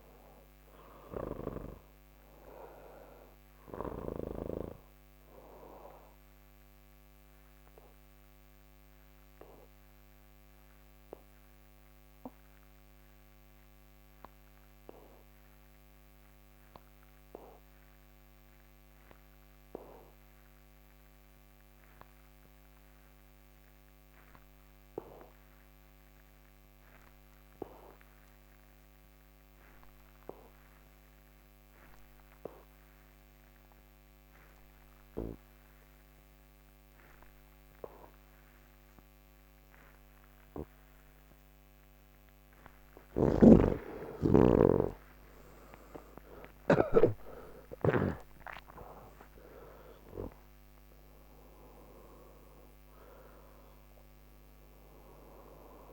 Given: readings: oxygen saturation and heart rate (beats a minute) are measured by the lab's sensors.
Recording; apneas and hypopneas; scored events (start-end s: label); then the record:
breathing in sleep by a microphone on the trachea; 1
0.00-11.50 s: oxygen desaturation (device-marked, oxygen 84% lowest)
7.00-40.00 s: obstructive apnea (oxygen 96% before, 79% lowest)
29.50-55.92 s: oxygen desaturation (device-marked, oxygen 97% before, 79% lowest, heart rate 131 before, 37 extreme)
43.00-47.00 s: snoring (device-marked)
From the record:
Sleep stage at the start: N2 (light sleep); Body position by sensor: on the back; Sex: male